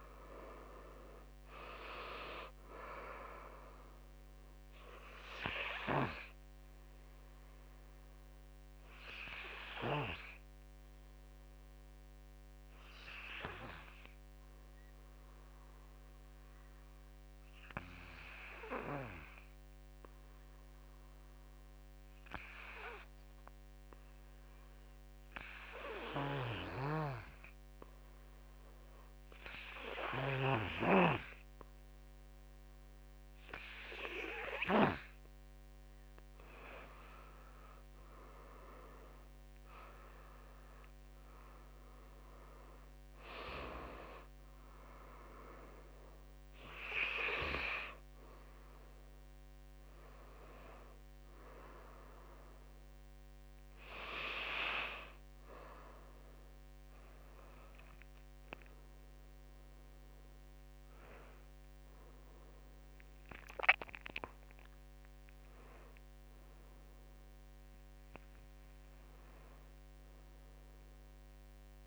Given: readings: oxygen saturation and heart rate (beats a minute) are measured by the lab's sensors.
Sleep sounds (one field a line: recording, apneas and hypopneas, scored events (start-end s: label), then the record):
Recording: breathing in sleep by a microphone on the trachea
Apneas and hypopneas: 1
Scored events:
0.00-6.50 s: oxygen desaturation (device-marked, oxygen 85% lowest, heart rate 49 extreme)
0.00-8.50 s: drop in pulse transit time (device-marked, heart rate 54 extreme)
4.50-33.00 s: obstructive apnea (oxygen 99% before, 84% lowest, heart rate 60 before, 49 extreme, up 11 after)
25.50-52.50 s: oxygen desaturation (device-marked, oxygen 98% before, 84% lowest, heart rate 53 before, 51 extreme)
35.50-39.50 s: arousal
40.50-50.50 s: drop in pulse transit time (device-marked, heart rate 54 before, 61 extreme)
57.50-71.50 s: drop in pulse transit time (device-marked, heart rate 63 before, 66 extreme)
58.00-62.00 s: arousal
From the record:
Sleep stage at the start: N2 (light sleep)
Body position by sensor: on the back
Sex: male